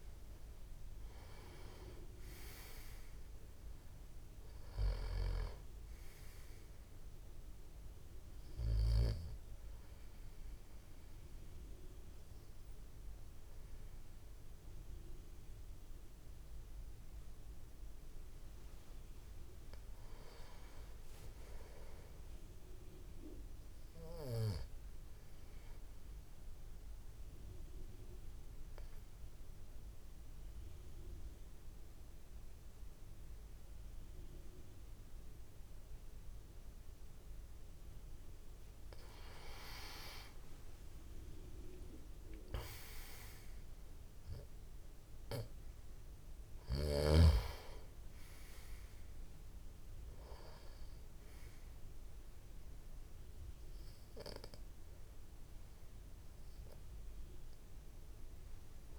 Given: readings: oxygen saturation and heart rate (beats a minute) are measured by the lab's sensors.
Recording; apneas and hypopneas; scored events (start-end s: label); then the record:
breathing in sleep by a room microphone; 2
3.50-18.50 s: oxygen desaturation (device-marked, oxygen 97% before, 92% lowest)
8.50-18.50 s: obstructive apnea (oxygen 97% before, 92% lowest)
20.50-23.50 s: arousal
26.00-38.50 s: obstructive apnea (oxygen 97% before, 93% lowest)
39.50-44.00 s: arousal
49.50-58.99 s: oxygen desaturation (device-marked, oxygen 96% before, 93% lowest)
From the record:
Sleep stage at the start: N2 (light sleep); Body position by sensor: on the back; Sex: male